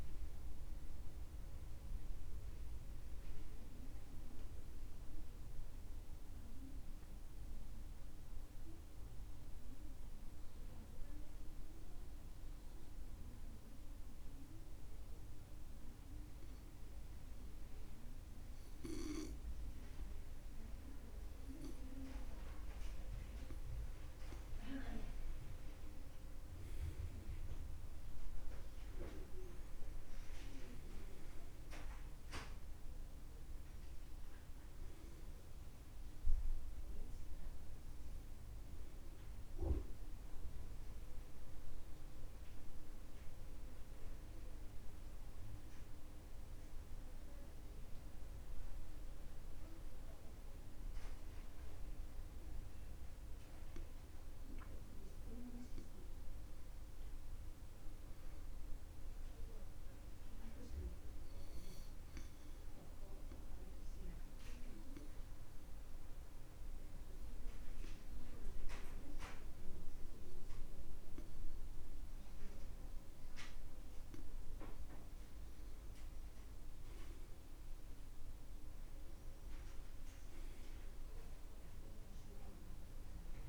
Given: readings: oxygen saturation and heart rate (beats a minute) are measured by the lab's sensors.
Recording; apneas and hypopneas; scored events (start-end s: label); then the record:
breathing in sleep by a room microphone; 3
0.00-9.00 s: oxygen desaturation (device-marked, oxygen 95% before, 87% lowest, heart rate 68 before, 61 extreme)
1.50-24.00 s: mixed apnea (oxygen 94% before, 87% lowest, heart rate 71 before, 61 extreme, up 8 after)
25.00-60.00 s: oxygen desaturation (device-marked, oxygen 97% before, 88% lowest, heart rate 63 before, 61 extreme)
25.50-29.00 s: arousal
44.00-55.00 s: obstructive apnea (oxygen 97% before, 88% lowest, heart rate 70 before, 61 extreme, up 4 after)
57.00-59.50 s: arousal
62.00-74.50 s: obstructive apnea (oxygen 97% before, 90% lowest, heart rate 63 before, 62 extreme, up 12 after)
75.50-79.00 s: arousal
77.00-83.49 s: oxygen desaturation (device-marked, oxygen 97% before, 93% lowest, heart rate 64 before, 61 extreme)
From the record:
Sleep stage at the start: N2 (light sleep); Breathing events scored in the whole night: 164 in 3.0 hours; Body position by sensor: on the back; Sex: male